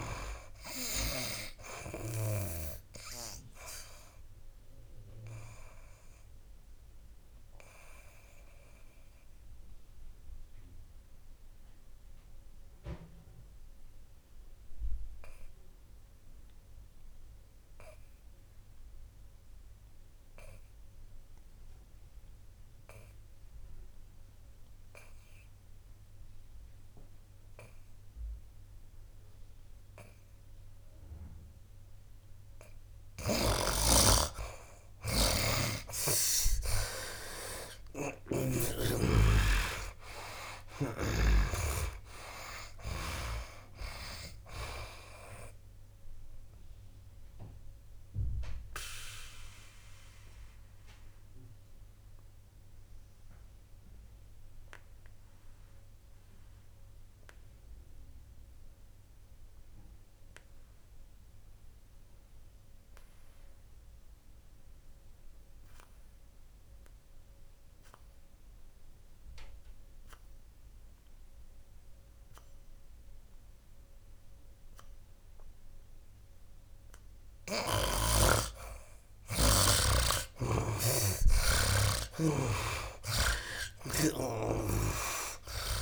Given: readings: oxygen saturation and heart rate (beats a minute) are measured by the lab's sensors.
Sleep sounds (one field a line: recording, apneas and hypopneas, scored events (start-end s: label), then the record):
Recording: breathing in sleep by a room microphone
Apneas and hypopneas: 2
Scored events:
0.00-2.50 s: snoring (device-marked)
0.00-25.00 s: oxygen desaturation (device-marked, oxygen 70% lowest, heart rate 63 extreme)
6.00-33.50 s: obstructive apnea (oxygen 99% before, 70% lowest, heart rate 77 before, 63 extreme, up 18 after)
35.00-70.00 s: oxygen desaturation (device-marked, oxygen 98% before, 70% lowest, heart rate 66 before, 65 extreme)
38.50-42.50 s: arousal
47.50-78.00 s: obstructive apnea (oxygen 98% before, 70% lowest, heart rate 73 before, 65 extreme, up 14 after)
72.00-85.82 s: oxygen desaturation (device-marked, oxygen 97% before, 71% lowest, heart rate 69 before, 66 extreme)
80.00-85.82 s: snoring (device-marked)
81.50-85.50 s: arousal
From the record:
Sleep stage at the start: N2 (light sleep)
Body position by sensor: on the back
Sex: male